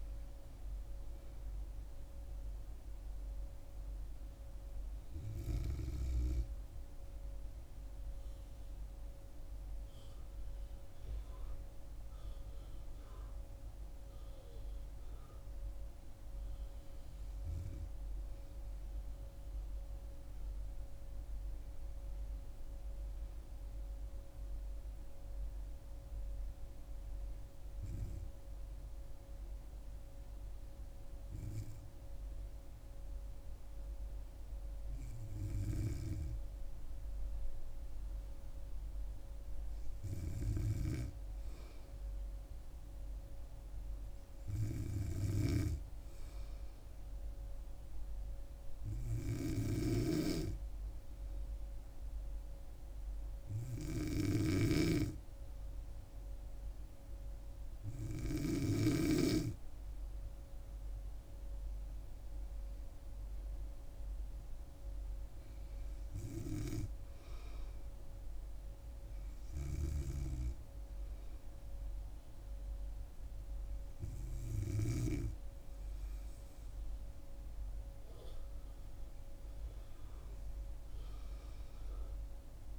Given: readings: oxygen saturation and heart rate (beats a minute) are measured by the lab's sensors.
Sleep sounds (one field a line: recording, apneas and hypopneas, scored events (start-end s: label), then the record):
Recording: breathing in sleep by a room microphone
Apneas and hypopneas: 2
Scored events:
0.00-1.50 s: oxygen desaturation (device-marked, oxygen 90% lowest, heart rate 67 extreme)
24.50-35.50 s: hypopnea (oxygen 99% before, 95% lowest, heart rate 68 before, 64 extreme, up 5 after)
37.50-41.50 s: arousal
48.50-60.50 s: hypopnea (oxygen 99% before, 95% lowest, heart rate 66 before, 66 extreme, up 5 after)
64.00-67.50 s: arousal
From the record:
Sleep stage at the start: N2 (light sleep)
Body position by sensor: on the back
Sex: female